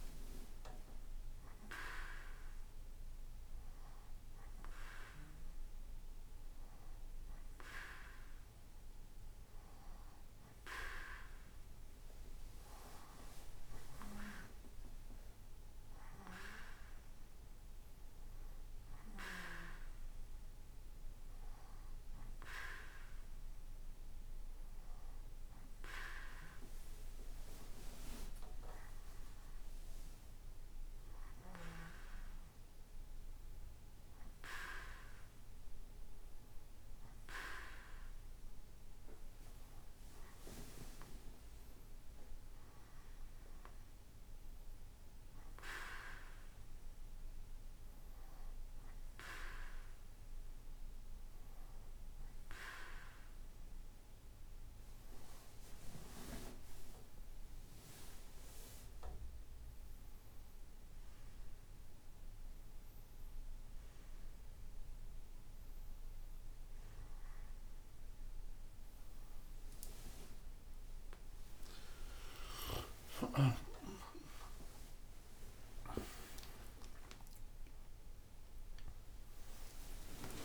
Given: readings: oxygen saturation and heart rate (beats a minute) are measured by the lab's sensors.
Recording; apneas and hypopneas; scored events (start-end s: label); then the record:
breathing in sleep by a room microphone; none
none scored
From the record:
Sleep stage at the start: N2 (light sleep); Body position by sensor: on the right side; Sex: male